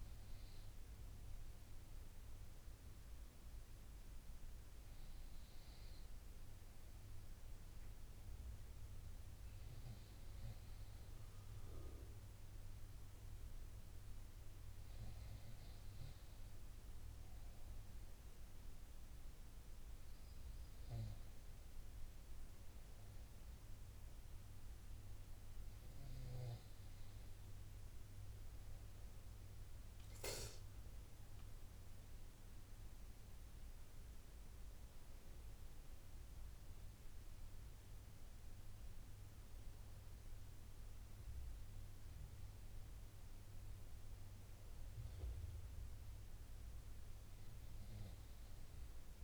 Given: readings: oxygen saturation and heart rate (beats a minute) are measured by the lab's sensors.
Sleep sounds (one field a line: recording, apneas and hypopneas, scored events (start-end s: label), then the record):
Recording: breathing in sleep, hard to hear, by a room microphone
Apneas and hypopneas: none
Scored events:
0.00-3.50 s: oxygen desaturation (device-marked, oxygen 94% lowest, heart rate 72 extreme)
31.50-35.50 s: arousal
From the record:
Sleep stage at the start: N2 (light sleep)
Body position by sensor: on the front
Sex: male